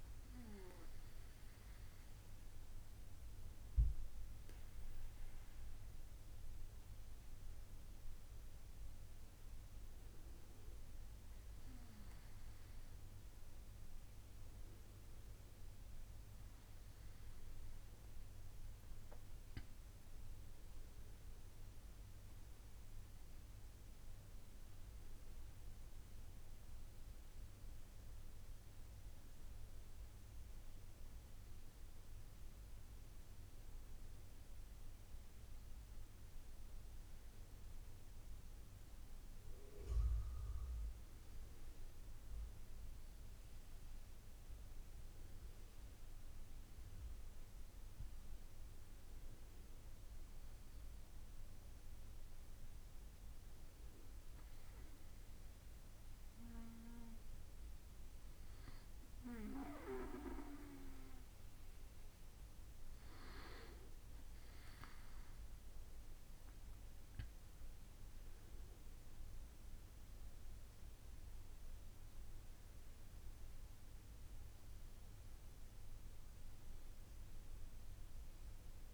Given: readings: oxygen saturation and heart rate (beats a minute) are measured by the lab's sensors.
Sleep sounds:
breathing in sleep by a room microphone; none
20.50-50.50 s: new sleep stage, N1 (lightest sleep)
50.50-78.94 s: new sleep stage, N2 (light sleep)
From the record:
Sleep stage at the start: N2 (light sleep); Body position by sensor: on the back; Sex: male

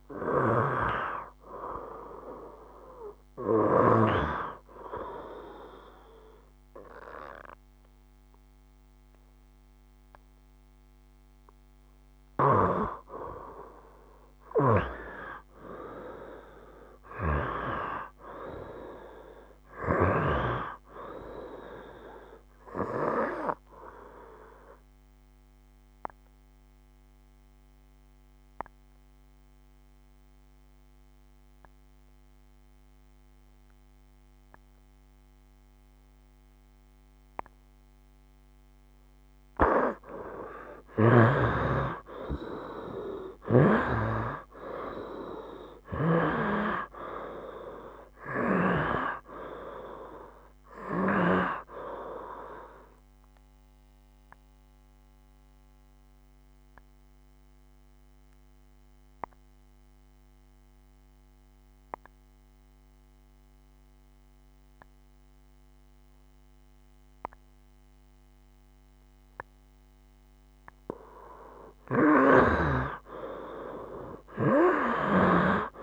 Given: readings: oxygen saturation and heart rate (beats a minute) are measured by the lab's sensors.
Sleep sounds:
breathing in sleep by a microphone on the trachea; 2
0.00-4.00 s: snoring (device-marked)
10.50-21.50 s: oxygen desaturation (device-marked, oxygen 96% before, 92% lowest, heart rate 70 before, 65 extreme)
14.50-20.50 s: snoring (device-marked)
15.00-17.00 s: long interval between heartbeats (device-marked, heart rate 69 before, 77 extreme)
23.50-38.50 s: oxygen desaturation (device-marked, oxygen 94% before, 91% lowest, heart rate 75 before, 65 extreme)
24.00-40.00 s: obstructive apnea (oxygen 97% before, 86% lowest, heart rate 75 before, 65 extreme, up 8 after)
25.50-75.82 s: new sleep stage, N2 (light sleep)
41.00-44.50 s: arousal
44.50-67.50 s: oxygen desaturation (device-marked, oxygen 97% before, 86% lowest, heart rate 68 before, 64 extreme)
48.00-51.50 s: snoring (device-marked)
54.50-71.50 s: obstructive apnea (oxygen 97% before, 82% lowest, heart rate 69 before, 64 extreme, up 6 after)
72.00-75.50 s: snoring (device-marked)
73.50-75.82 s: arousal
From the record:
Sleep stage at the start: N1 (lightest sleep); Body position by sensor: on the right side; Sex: male

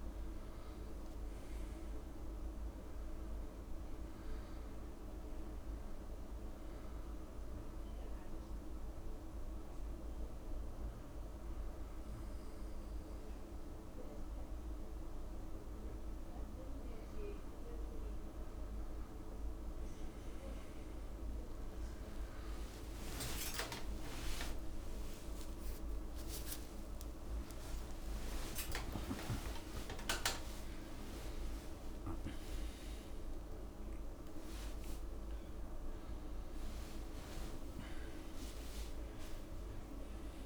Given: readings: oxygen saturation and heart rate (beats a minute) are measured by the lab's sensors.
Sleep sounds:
a person partly awake in a sleep study, hard to hear, by a room microphone; 1
2.00-5.00 s: arousal
8.00-18.50 s: mixed apnea (oxygen 96% before, 92% lowest, heart rate 80 before, 78 extreme, up 59 after)
20.50-40.46 s: oxygen desaturation (device-marked, oxygen 97% before, 92% lowest)
23.00-25.00 s: long interval between heartbeats (device-marked, heart rate 80 before, 107 extreme)
23.50-40.46 s: new sleep stage, awake
25.50-27.50 s: long interval between heartbeats (device-marked, heart rate 84 before, 137 extreme)
28.00-30.00 s: long interval between heartbeats (device-marked, heart rate 90 before, 162 extreme)
30.50-32.50 s: long interval between heartbeats (device-marked, heart rate 102 before, 135 extreme)
33.00-35.00 s: long interval between heartbeats (device-marked, heart rate 109 before, 140 extreme)
35.00-37.00 s: long interval between heartbeats (device-marked, heart rate 115 before, 110 extreme)
37.00-39.00 s: long interval between heartbeats (device-marked, heart rate 119 before, 115 extreme)
From the record:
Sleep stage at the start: N2 (light sleep); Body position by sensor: on the back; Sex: male

